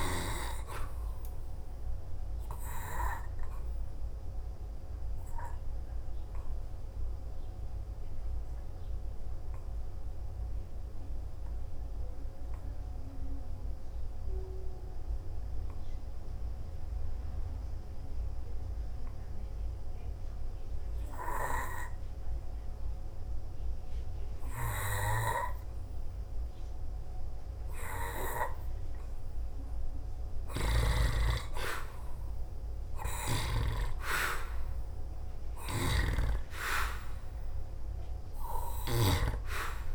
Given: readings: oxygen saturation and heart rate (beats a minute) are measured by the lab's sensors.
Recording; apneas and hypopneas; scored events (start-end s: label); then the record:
breathing in sleep by a room microphone; 1
2.50-29.50 s: obstructive apnea (oxygen 97% before, 87% lowest, heart rate 54 before, 52 extreme, up 5 after)
12.50-30.50 s: oxygen desaturation (device-marked, oxygen 96% before, 87% lowest, heart rate 56 before, 52 extreme)
31.00-34.00 s: arousal
37.50-39.95 s: oxygen desaturation (device-marked, oxygen 96% before, 87% lowest, heart rate 55 before, 52 extreme)
From the record:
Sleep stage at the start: N2 (light sleep); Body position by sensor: on the back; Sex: male